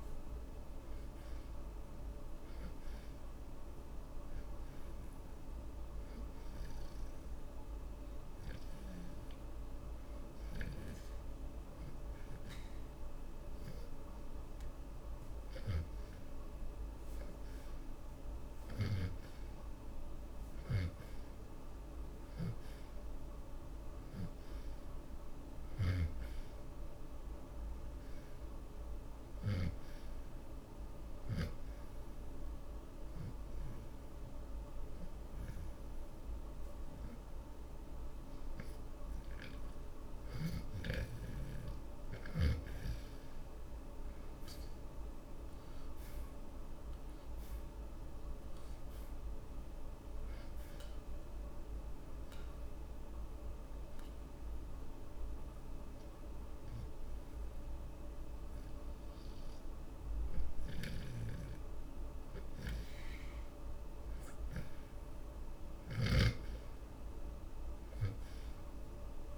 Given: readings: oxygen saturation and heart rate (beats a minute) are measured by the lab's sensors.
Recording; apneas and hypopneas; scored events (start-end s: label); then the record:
breathing in sleep, hard to hear, by a room microphone; 3
0.00-15.50 s: oxygen desaturation (device-marked, oxygen 74% lowest)
7.00-17.00 s: hypopnea (oxygen 82% before, 70% lowest)
18.00-22.00 s: arousal
22.50-43.50 s: oxygen desaturation (device-marked, oxygen 80% before, 73% lowest)
31.00-41.00 s: hypopnea (oxygen 80% before, 69% lowest)
44.00-48.50 s: arousal
50.50-65.50 s: oxygen desaturation (device-marked, oxygen 79% before, 70% lowest)
51.50-65.00 s: hypopnea (oxygen 80% before, 69% lowest)
66.00-69.38 s: snoring (device-marked)
66.50-69.38 s: arousal
From the record:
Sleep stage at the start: N2 (light sleep); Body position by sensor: on the back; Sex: male